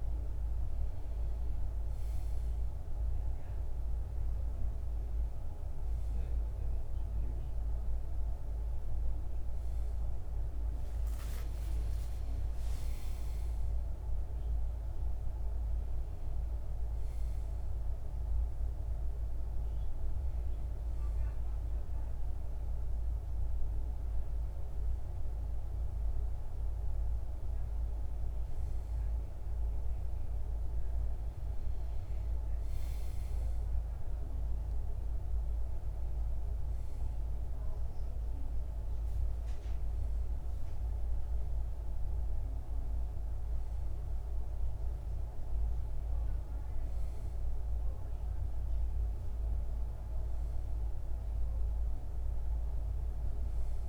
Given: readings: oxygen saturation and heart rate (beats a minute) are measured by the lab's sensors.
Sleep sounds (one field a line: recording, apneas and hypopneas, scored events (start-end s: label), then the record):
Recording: breathing in sleep, hard to hear, by a room microphone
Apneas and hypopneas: none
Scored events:
none scored
From the record:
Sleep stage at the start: N1 (lightest sleep)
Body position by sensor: on the back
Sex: male